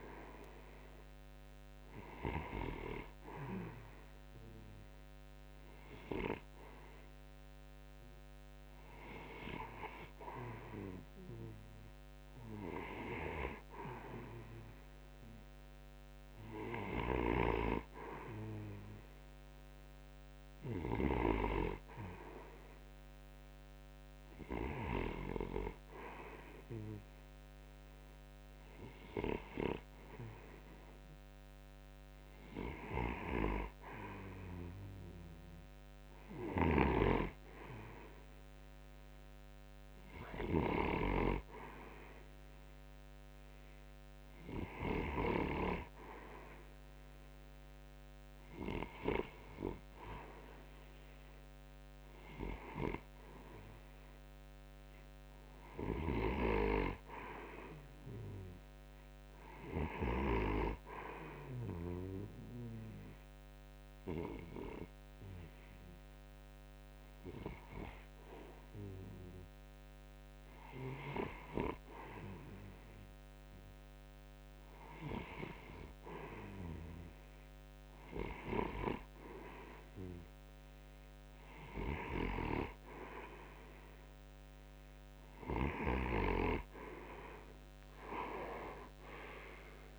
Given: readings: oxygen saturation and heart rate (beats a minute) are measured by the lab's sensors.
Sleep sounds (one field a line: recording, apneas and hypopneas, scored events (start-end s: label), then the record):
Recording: breathing in sleep by a microphone on the trachea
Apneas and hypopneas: 1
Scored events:
0.00-18.50 s: oxygen desaturation (device-marked, oxygen 81% lowest)
61.50-71.50 s: hypopnea (oxygen 87% before, 82% lowest)
80.50-89.99 s: oxygen desaturation (device-marked, oxygen 87% before, 82% lowest)
83.00-87.00 s: arousal
From the record:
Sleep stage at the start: REM sleep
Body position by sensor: on the right side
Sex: male